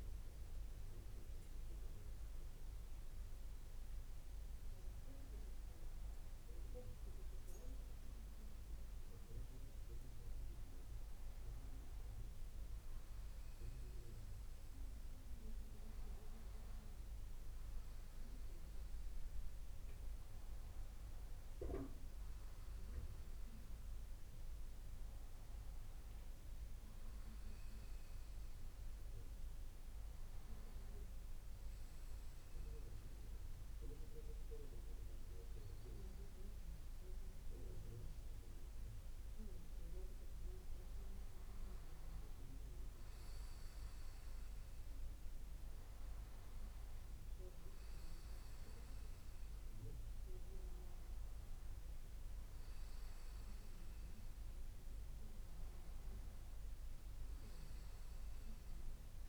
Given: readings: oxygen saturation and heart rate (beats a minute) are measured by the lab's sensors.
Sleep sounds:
breathing in sleep, hard to hear, by a room microphone; 1
29.50-41.50 s: hypopnea (oxygen 96% before, 92% lowest)
45.00-49.00 s: arousal
From the record:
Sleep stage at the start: N2 (light sleep); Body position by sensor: on the back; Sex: male

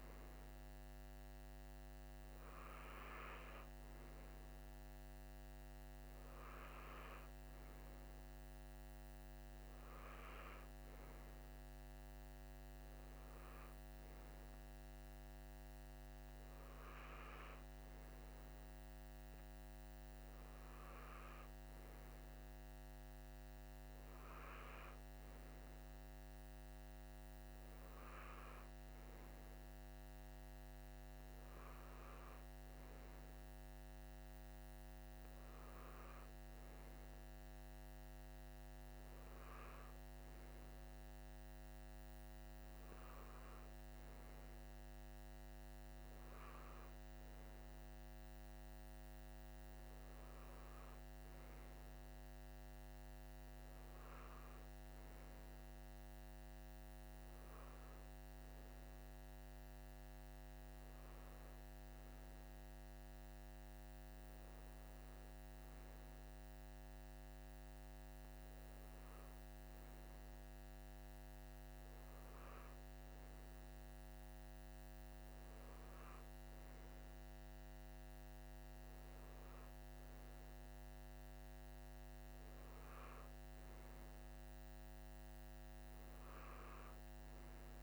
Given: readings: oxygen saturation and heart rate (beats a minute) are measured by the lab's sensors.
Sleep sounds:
breathing in sleep, hard to hear, by a microphone on the trachea; none
none scored
From the record:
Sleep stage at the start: N2 (light sleep); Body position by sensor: on the right side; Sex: male

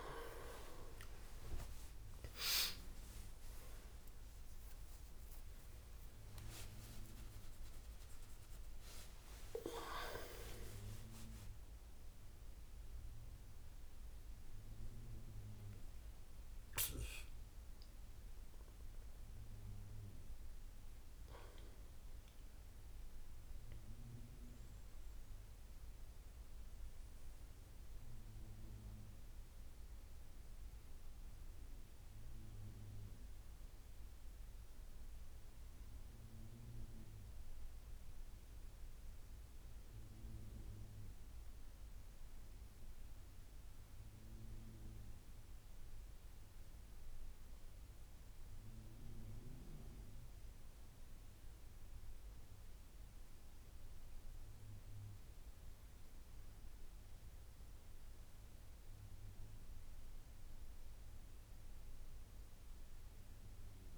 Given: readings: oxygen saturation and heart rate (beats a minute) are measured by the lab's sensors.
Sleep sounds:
a person partly awake in a sleep study, by a room microphone; 1
27.50-57.50 s: new sleep stage, N1 (lightest sleep)
37.00-49.50 s: central apnea (oxygen 98% before, 92% lowest, heart rate 91 before, 78 extreme, up 7 after)
50.50-63.97 s: oxygen desaturation (device-marked, oxygen 97% before, 92% lowest, heart rate 83 before, 80 extreme)
52.50-56.00 s: arousal
57.50-63.97 s: new sleep stage, N2 (light sleep)
From the record:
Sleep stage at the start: awake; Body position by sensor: on the back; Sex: male

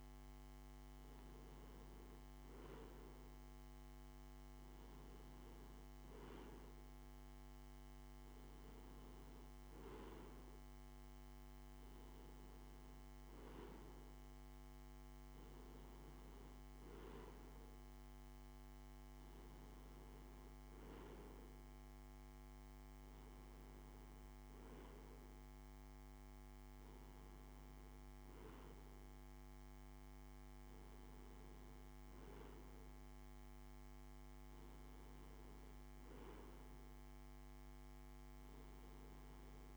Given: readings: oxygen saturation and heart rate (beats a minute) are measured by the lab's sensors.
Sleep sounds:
breathing in sleep, hard to hear, by a microphone on the trachea; none
none scored
From the record:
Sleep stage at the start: N2 (light sleep); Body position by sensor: on the right side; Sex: male

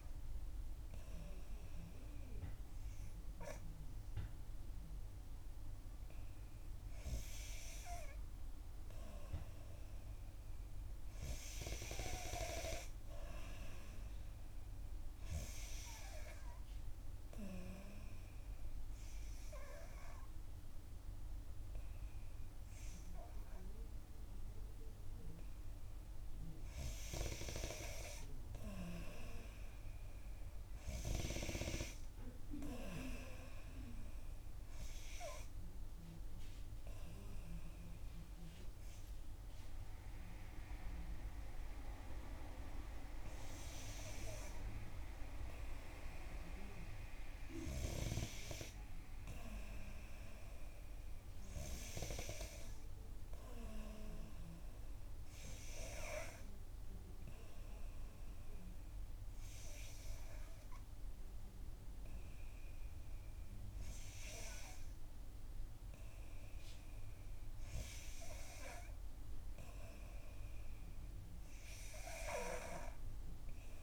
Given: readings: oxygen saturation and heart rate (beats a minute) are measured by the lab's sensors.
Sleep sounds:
breathing in sleep by a room microphone; 2
16.00-27.00 s: obstructive apnea (oxygen 93% before, 89% lowest, heart rate 61 before, 56 extreme, up 2 after)
33.50-37.00 s: arousal
53.50-67.00 s: hypopnea (oxygen 93% before, 89% lowest, heart rate 61 before, 62 extreme, up 4 after)
69.00-72.50 s: arousal
From the record:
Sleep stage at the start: N2 (light sleep); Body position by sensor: on the back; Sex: female

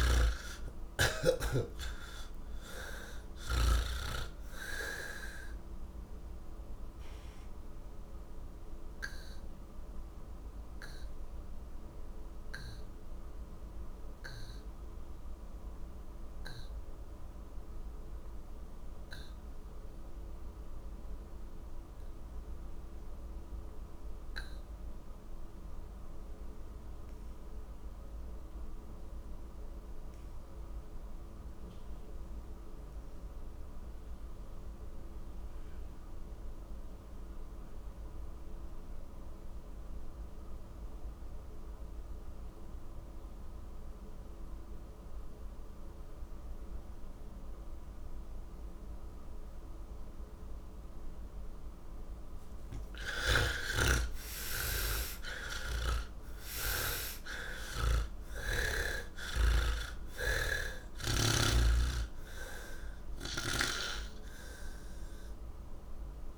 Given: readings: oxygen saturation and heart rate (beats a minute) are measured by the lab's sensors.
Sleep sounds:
breathing in sleep by a room microphone; 1
0.00-1.50 s: snoring (device-marked)
0.00-23.00 s: oxygen desaturation (device-marked, oxygen 70% lowest, heart rate 59 extreme)
7.50-53.50 s: mixed apnea (oxygen 97% before, 67% lowest, heart rate 137 before, 59 extreme)
25.00-66.38 s: oxygen desaturation (device-marked, oxygen 98% before, 67% lowest, heart rate 103 before, 78 extreme)
53.00-56.50 s: snoring (device-marked)
From the record:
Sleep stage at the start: N3 (deep sleep); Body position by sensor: on the back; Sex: male

